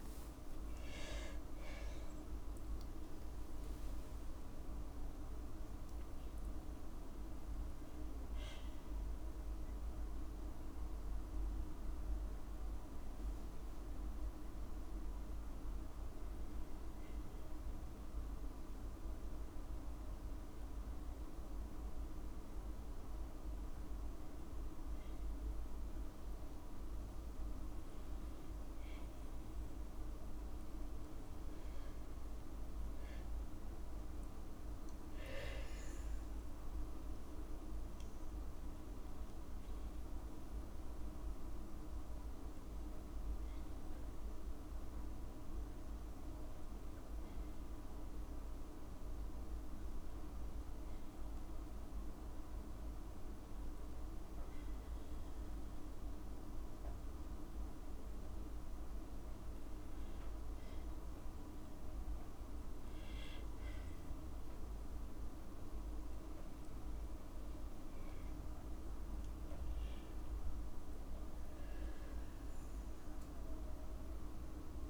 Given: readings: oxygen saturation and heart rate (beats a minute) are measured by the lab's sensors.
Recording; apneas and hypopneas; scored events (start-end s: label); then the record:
breathing in sleep, hard to hear, by a room microphone; 2
1.50-6.00 s: arousal
10.00-27.00 s: hypopnea (oxygen 99% before, 98% lowest, heart rate 58 before, 56 extreme, up 3 after)
31.50-36.00 s: arousal
50.50-63.00 s: hypopnea (oxygen 99% before, 97% lowest, heart rate 59 before, 53 extreme, up 5 after)
67.50-71.50 s: arousal
From the record:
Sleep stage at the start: N2 (light sleep); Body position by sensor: on the back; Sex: female